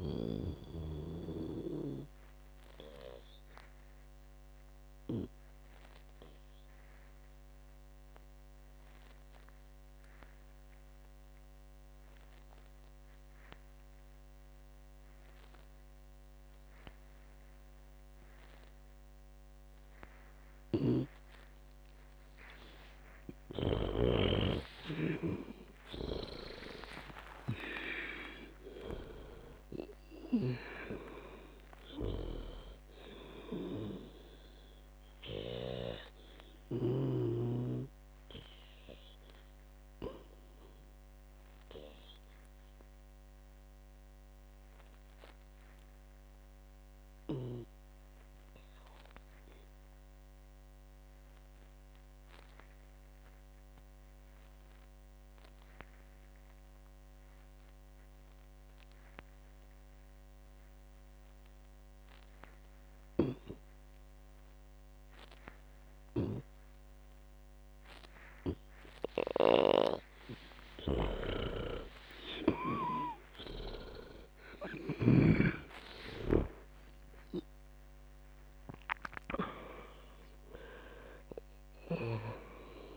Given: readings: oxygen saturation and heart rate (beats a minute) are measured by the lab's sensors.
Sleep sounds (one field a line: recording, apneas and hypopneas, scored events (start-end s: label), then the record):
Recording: breathing in sleep by a microphone on the trachea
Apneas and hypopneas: 2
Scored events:
0.00-1.50 s: oxygen desaturation (device-marked, oxygen 93% lowest, heart rate 56 extreme)
3.50-22.50 s: obstructive apnea (oxygen 98% before, 92% lowest, heart rate 75 before, 56 extreme)
21.00-24.50 s: snoring (device-marked)
24.50-28.50 s: arousal
26.50-49.50 s: oxygen desaturation (device-marked, oxygen 98% before, 93% lowest, heart rate 62 before, 55 extreme)
31.00-36.50 s: snoring (device-marked)
38.00-71.00 s: obstructive apnea (oxygen 98% before, 89% lowest, heart rate 81 before, 55 extreme, up 47 after)
63.50-73.50 s: snoring (device-marked)
65.50-82.97 s: oxygen desaturation (device-marked, oxygen 98% before, 89% lowest, heart rate 58 before, 56 extreme)
72.50-78.50 s: arousal
From the record:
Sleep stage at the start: N2 (light sleep)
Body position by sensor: on the back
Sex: female